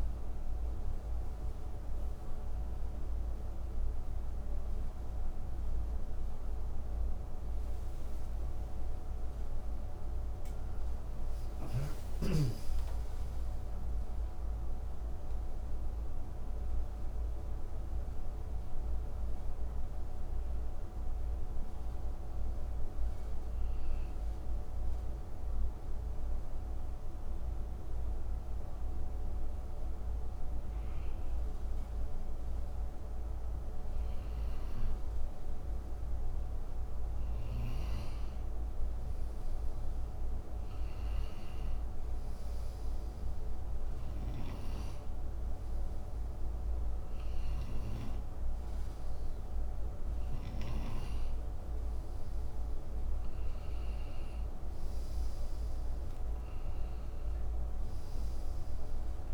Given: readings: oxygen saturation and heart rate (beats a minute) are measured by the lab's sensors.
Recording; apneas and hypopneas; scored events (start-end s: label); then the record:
breathing in sleep, hard to hear, by a room microphone; 1
11.50-14.50 s: arousal
23.50-36.00 s: hypopnea (oxygen 92% before, 91% lowest, heart rate 75 before, 63 extreme, up 6 after)
38.50-42.50 s: arousal
39.00-54.00 s: oxygen desaturation (device-marked, oxygen 94% before, 91% lowest, heart rate 66 before, 67 extreme)
44.00-50.50 s: snoring (device-marked)
From the record:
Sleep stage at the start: N2 (light sleep); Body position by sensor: on the right side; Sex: male